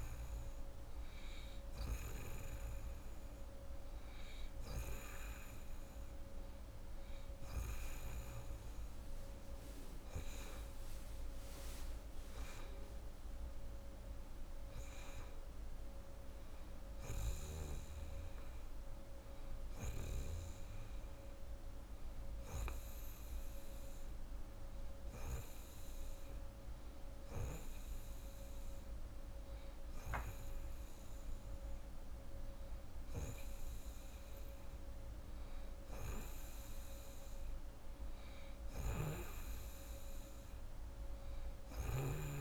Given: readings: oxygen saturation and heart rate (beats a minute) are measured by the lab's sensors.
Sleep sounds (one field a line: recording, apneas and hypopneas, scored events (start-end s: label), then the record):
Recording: breathing in sleep by a room microphone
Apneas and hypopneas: none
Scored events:
0.00-11.00 s: oxygen desaturation (device-marked, oxygen 89% lowest, heart rate 77 extreme)
38.50-42.00 s: snoring (device-marked)
From the record:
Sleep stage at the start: N2 (light sleep)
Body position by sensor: on the right side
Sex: female